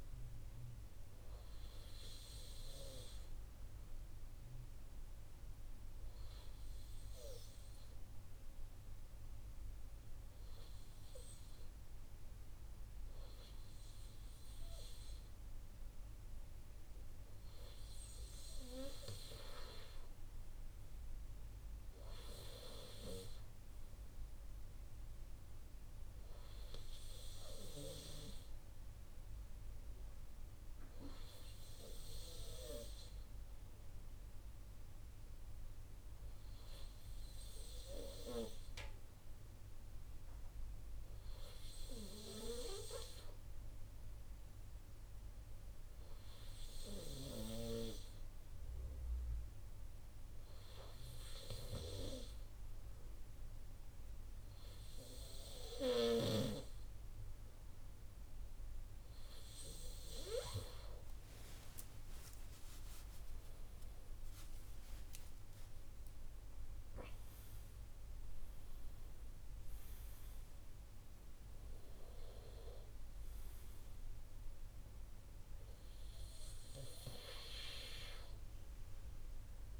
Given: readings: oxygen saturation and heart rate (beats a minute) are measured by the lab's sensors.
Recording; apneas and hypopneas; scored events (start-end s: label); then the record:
breathing in sleep by a room microphone; 2
6.00-17.50 s: obstructive apnea (oxygen 97% before, 94% lowest, heart rate 72 before, 71 extreme, up 6 after)
20.00-23.00 s: arousal
30.50-42.00 s: obstructive apnea (oxygen 97% before, 94% lowest, heart rate 73 before, 71 extreme, up 3 after)
44.00-47.00 s: arousal
61.50-67.00 s: arousal
From the record:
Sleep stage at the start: N2 (light sleep); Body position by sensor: on the right side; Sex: male